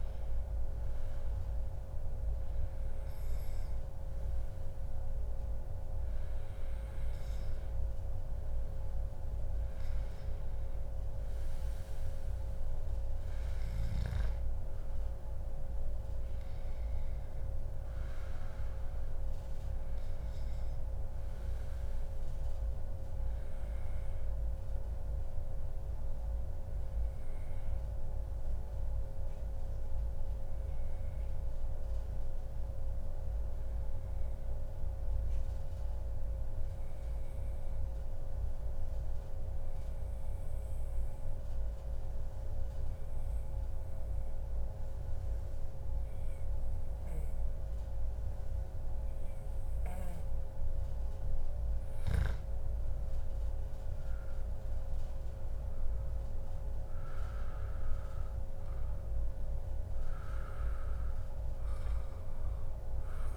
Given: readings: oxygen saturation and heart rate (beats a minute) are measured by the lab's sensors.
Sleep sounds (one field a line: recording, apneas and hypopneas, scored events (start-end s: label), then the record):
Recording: breathing in sleep, hard to hear, by a room microphone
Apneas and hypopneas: 1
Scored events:
24.00-51.50 s: obstructive apnea (oxygen 98% before, 92% lowest, heart rate 142 before, 109 extreme, up 22 after)
53.50-57.50 s: arousal
61.50-63.37 s: oxygen desaturation (device-marked, oxygen 95% before, 92% lowest, heart rate 136 before, 142 extreme)
From the record:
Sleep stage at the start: N2 (light sleep)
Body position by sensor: on the back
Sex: male